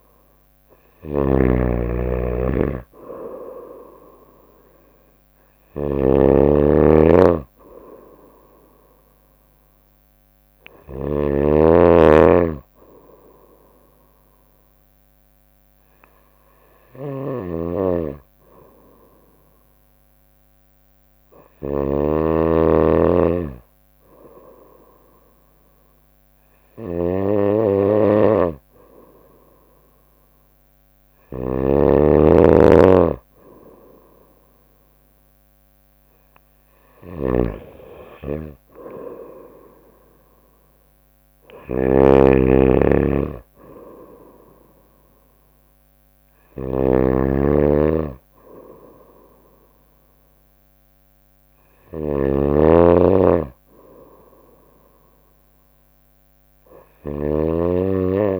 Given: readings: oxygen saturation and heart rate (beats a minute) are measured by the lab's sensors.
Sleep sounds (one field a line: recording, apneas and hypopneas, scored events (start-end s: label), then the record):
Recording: breathing in sleep by a microphone on the trachea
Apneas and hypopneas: none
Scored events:
0.00-11.00 s: snoring (device-marked)
17.00-58.40 s: snoring (device-marked)
From the record:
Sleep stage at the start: N2 (light sleep)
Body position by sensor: on the right side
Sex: female